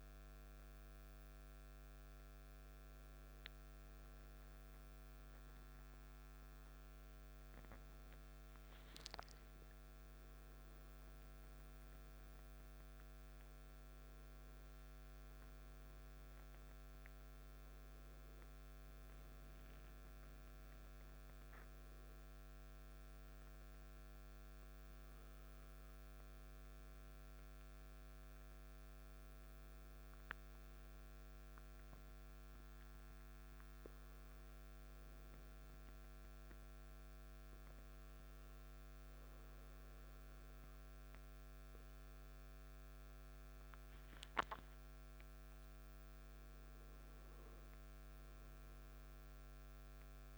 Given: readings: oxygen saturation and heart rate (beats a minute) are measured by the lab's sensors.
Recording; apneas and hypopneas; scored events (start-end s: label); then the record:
breathing in sleep, hard to hear, by a microphone on the trachea; 1
25.00-50.38 s: new sleep stage, N2 (light sleep)
25.50-29.00 s: arousal
33.00-44.50 s: obstructive apnea (oxygen 98% before, 95% lowest, heart rate 55 before, 52 extreme, up 3 after)
46.00-49.50 s: arousal
From the record:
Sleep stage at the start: N1 (lightest sleep); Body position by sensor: on the back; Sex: male